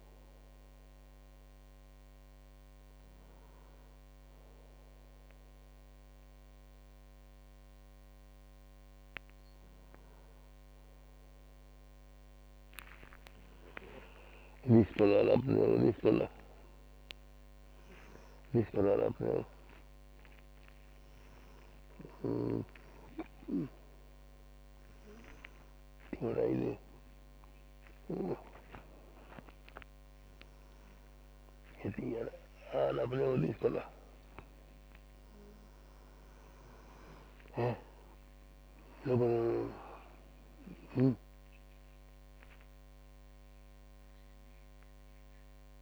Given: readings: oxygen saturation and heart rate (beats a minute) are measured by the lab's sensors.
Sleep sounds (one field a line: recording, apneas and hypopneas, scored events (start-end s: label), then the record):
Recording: a person awake in a sleep study, by a microphone on the trachea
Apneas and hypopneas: none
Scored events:
9.00-45.82 s: new sleep stage, awake
33.00-39.50 s: snoring (device-marked)
From the record:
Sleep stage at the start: N1 (lightest sleep)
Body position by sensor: on the back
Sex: male